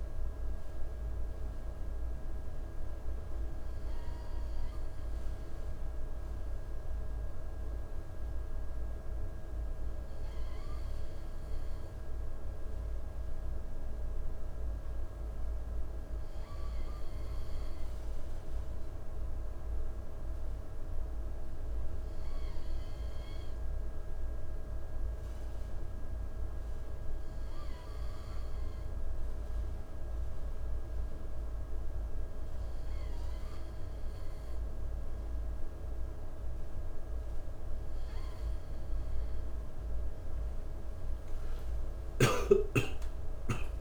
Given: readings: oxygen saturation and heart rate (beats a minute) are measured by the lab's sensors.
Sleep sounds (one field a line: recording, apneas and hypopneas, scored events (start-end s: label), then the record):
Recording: breathing in sleep, hard to hear, by a room microphone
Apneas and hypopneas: none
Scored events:
41.50-43.81 s: arousal
From the record:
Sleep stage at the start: N2 (light sleep)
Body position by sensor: on the right side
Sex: male